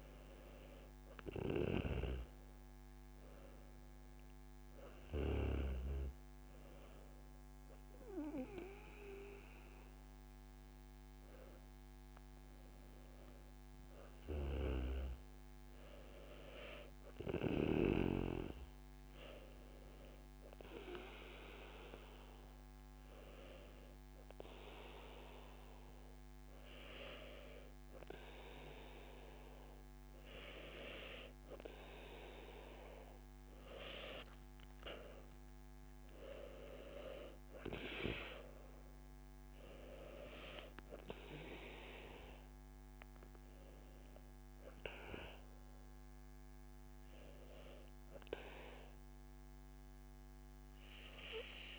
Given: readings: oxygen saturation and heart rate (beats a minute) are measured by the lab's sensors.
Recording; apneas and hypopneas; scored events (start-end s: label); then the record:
breathing in sleep by a microphone on the trachea; none
none scored
From the record:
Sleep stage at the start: N2 (light sleep); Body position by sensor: on the back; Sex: female